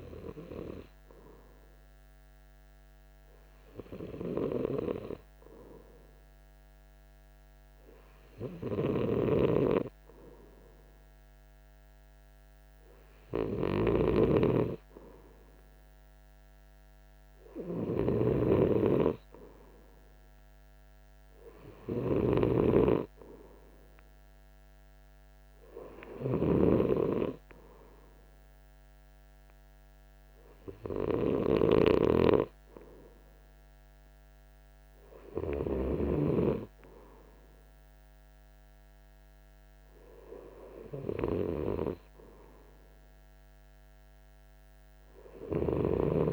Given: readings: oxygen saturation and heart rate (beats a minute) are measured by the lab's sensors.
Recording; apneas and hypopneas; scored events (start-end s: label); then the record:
breathing in sleep by a microphone on the trachea; none
none scored
From the record:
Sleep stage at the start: N2 (light sleep); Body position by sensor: on the right side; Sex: male